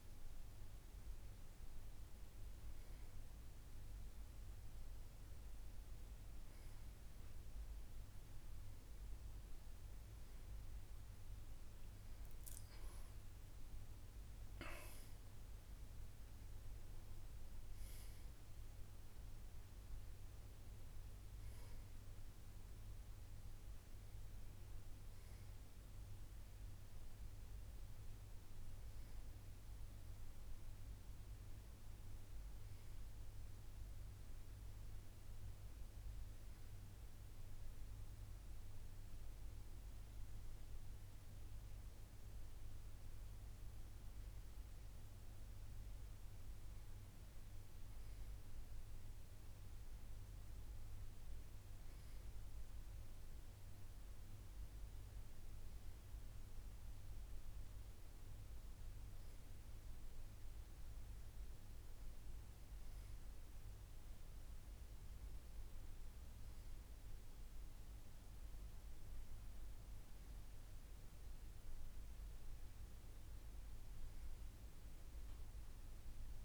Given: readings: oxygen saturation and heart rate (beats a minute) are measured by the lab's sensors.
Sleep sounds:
breathing in sleep, hard to hear, by a room microphone; none
12.00-17.00 s: arousal
From the record:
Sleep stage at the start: N2 (light sleep); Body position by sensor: on the back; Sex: male

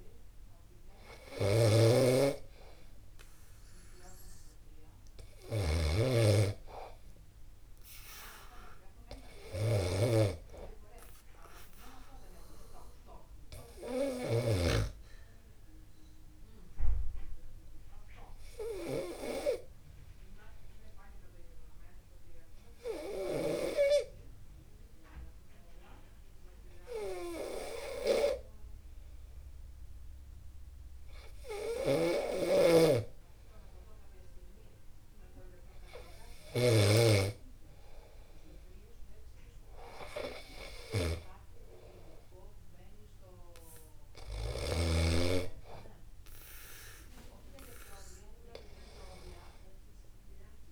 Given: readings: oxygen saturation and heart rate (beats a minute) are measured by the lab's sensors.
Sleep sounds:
breathing in sleep by a room microphone; 1
0.00-3.50 s: arousal
0.00-15.00 s: snoring (device-marked)
18.00-36.00 s: obstructive apnea (oxygen 97% before, 94% lowest, heart rate 50 before, 49 extreme, up 1 after)
32.00-37.50 s: snoring (device-marked)
40.00-44.00 s: arousal
47.00-49.00 s: long interval between heartbeats (device-marked, heart rate 50 before, 62 extreme)
From the record:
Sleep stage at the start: N2 (light sleep); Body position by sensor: upright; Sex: male

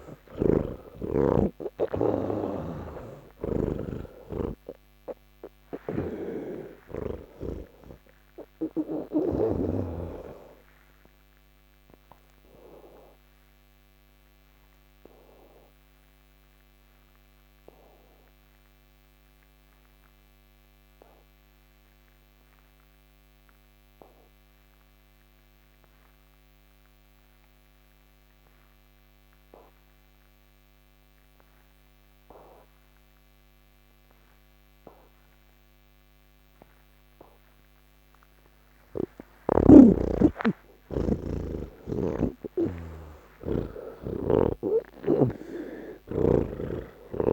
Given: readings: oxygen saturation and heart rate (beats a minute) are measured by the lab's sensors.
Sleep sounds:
breathing in sleep by a microphone on the trachea; 1
0.00-25.00 s: oxygen desaturation (device-marked, oxygen 80% lowest, heart rate 60 extreme)
2.50-7.50 s: snoring (device-marked)
11.50-38.50 s: obstructive apnea (oxygen 98% before, 80% lowest, heart rate 117 before, 86 extreme)
35.00-42.00 s: oxygen desaturation (device-marked, oxygen 99% before, 93% lowest, heart rate 121 before, 110 extreme)
42.00-47.33 s: snoring (device-marked)
From the record:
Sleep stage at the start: N1 (lightest sleep); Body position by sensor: on the back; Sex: male

